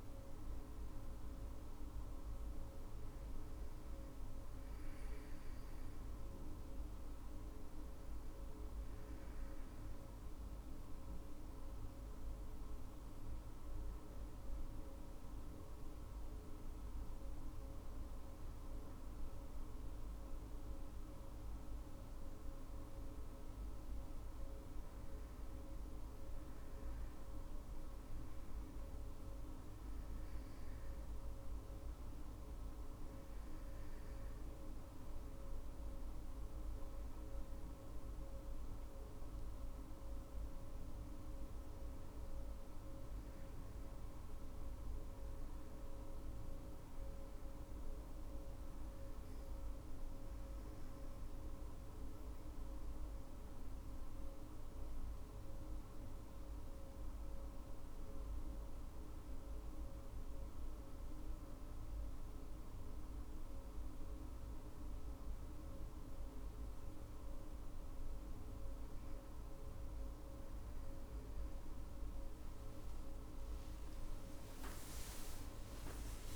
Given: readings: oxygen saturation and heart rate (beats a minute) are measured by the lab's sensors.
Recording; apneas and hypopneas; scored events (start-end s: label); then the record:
breathing in sleep, hard to hear, by a room microphone; 1
0.00-17.00 s: oxygen desaturation (device-marked, oxygen 94% lowest, heart rate 52 extreme)
34.50-40.00 s: arousal
51.50-68.00 s: obstructive apnea (oxygen 99% before, 93% lowest, heart rate 64 before, 59 extreme, up 22 after)
64.00-76.36 s: new sleep stage, awake
71.00-76.36 s: oxygen desaturation (device-marked, oxygen 99% before, 93% lowest, heart rate 63 before, 59 extreme)
From the record:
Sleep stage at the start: N2 (light sleep); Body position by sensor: on the back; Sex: female